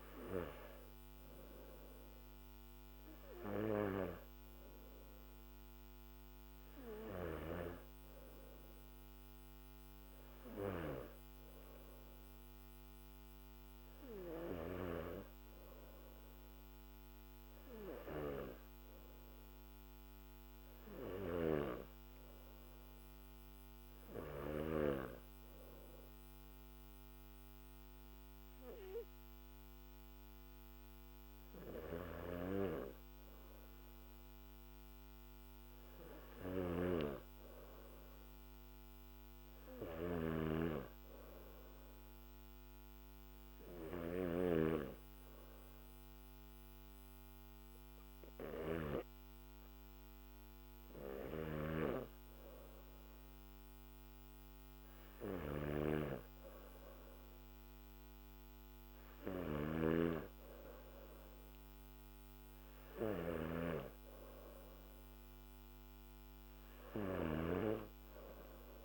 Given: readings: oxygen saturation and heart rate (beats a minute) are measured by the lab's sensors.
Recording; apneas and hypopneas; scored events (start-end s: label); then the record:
breathing in sleep by a microphone on the trachea; none
36.00-44.00 s: snoring (device-marked)
50.50-68.85 s: snoring (device-marked)
From the record:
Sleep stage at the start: N1 (lightest sleep); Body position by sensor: on the back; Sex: male